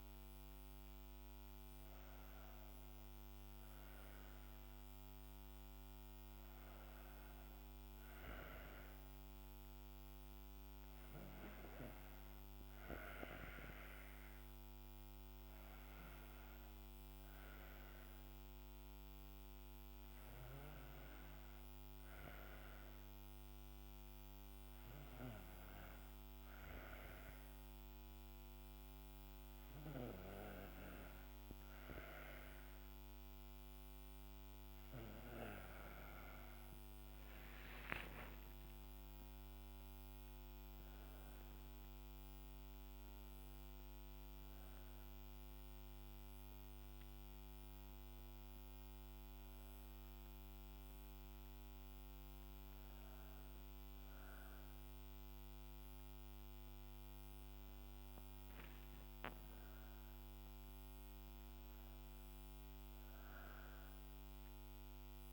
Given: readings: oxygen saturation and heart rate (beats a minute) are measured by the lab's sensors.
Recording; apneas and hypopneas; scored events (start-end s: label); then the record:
breathing in sleep by a microphone on the trachea; none
34.50-38.00 s: arousal
From the record:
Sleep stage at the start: N2 (light sleep); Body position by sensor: on the right side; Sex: female